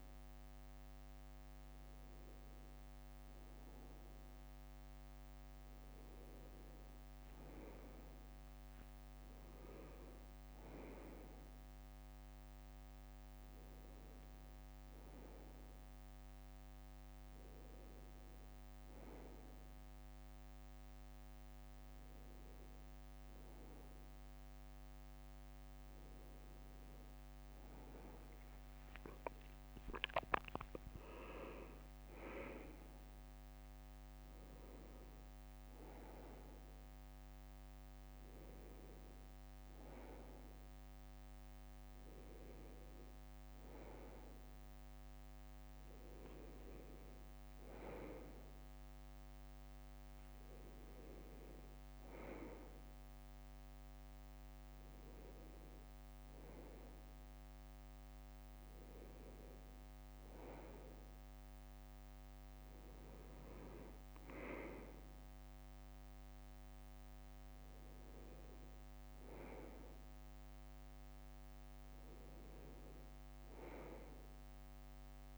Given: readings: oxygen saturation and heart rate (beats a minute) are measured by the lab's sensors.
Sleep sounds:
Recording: a person awake in a sleep study, by a microphone on the trachea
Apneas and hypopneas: none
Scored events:
12.50-15.50 s: leg movement (device-marked)
26.00-31.50 s: leg movement (device-marked)
From the record:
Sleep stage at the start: awake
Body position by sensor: on the left side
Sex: male

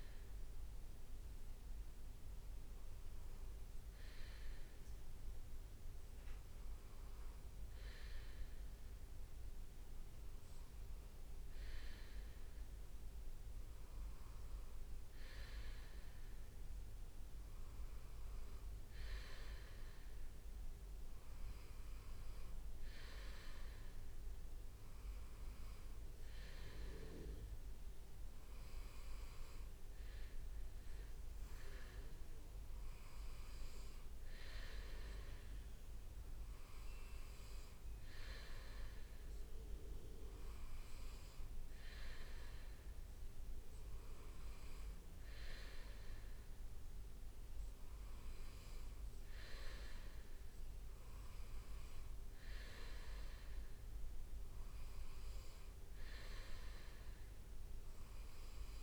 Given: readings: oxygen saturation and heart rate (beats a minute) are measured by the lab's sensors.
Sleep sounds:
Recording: breathing in sleep by a room microphone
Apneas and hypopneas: none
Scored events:
2.00-4.00 s: leg movement (device-marked)
8.00-12.00 s: leg movement (device-marked)
13.00-17.00 s: leg movement (device-marked)
18.50-22.00 s: leg movement (device-marked)
24.50-26.50 s: leg movement (device-marked)
30.50-35.00 s: leg movement (device-marked)
40.50-43.00 s: leg movement (device-marked)
48.00-55.50 s: leg movement (device-marked)
From the record:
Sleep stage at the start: N2 (light sleep)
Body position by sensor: on the right side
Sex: male

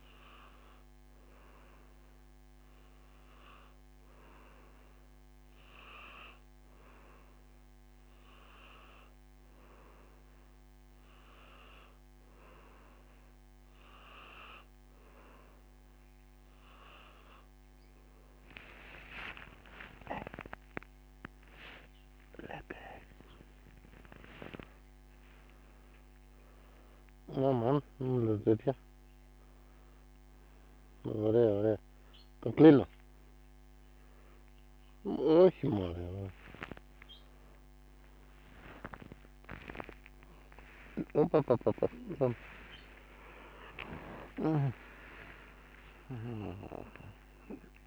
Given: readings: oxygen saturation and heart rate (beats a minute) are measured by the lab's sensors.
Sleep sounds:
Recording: breathing in sleep by a microphone on the trachea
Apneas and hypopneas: none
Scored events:
25.50-34.50 s: oxygen desaturation (device-marked, oxygen 95% before, 92% lowest, heart rate 89 before, 75 extreme)
28.00-45.50 s: snoring (device-marked)
40.50-47.87 s: new sleep stage, awake
From the record:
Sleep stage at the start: N2 (light sleep)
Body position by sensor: on the back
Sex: male

